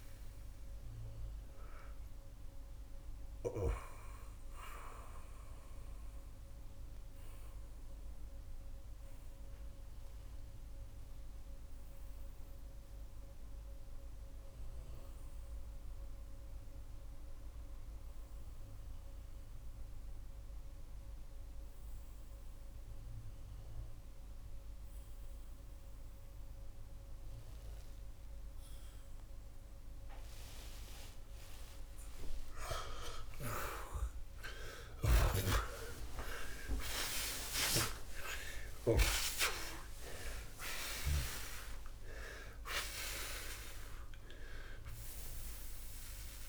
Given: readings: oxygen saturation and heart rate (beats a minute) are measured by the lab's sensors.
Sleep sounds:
breathing in sleep by a room microphone; 1
0.00-9.00 s: oxygen desaturation (device-marked, oxygen 88% lowest)
2.00-31.50 s: mixed apnea (oxygen 93% before, 79% lowest)
11.00-27.00 s: oxygen desaturation (device-marked, oxygen 88% before, 79% lowest)
32.50-37.00 s: arousal
40.00-46.48 s: oxygen desaturation (device-marked, oxygen 94% before, 79% lowest)
From the record:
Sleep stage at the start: N2 (light sleep); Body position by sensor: on the back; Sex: male

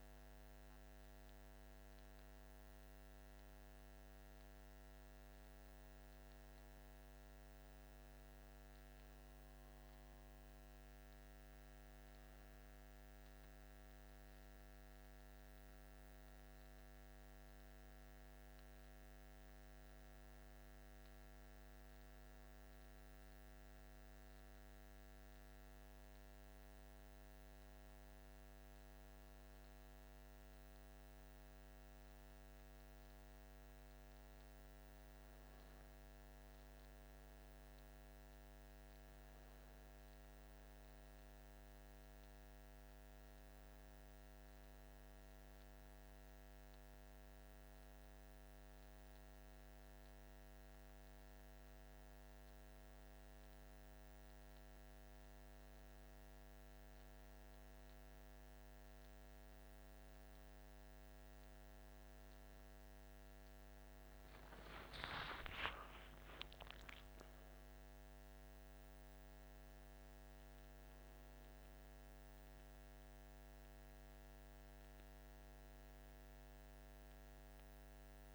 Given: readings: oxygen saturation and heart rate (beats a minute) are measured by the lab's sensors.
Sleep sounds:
breathing in sleep, hard to hear, by a microphone on the trachea; none
62.00-78.34 s: new sleep stage, awake
From the record:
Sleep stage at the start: N1 (lightest sleep); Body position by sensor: on the back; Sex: male

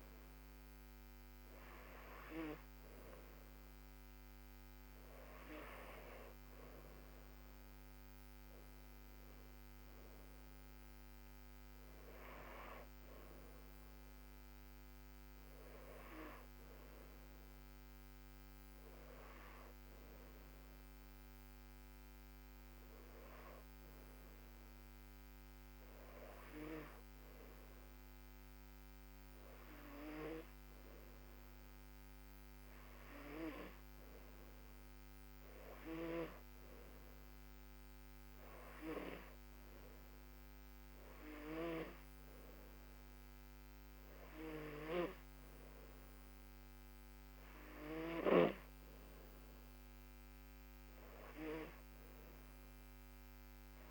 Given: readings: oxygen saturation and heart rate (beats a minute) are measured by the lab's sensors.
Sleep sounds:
breathing in sleep by a microphone on the trachea; none
none scored
From the record:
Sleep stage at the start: N2 (light sleep); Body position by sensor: on the back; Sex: female

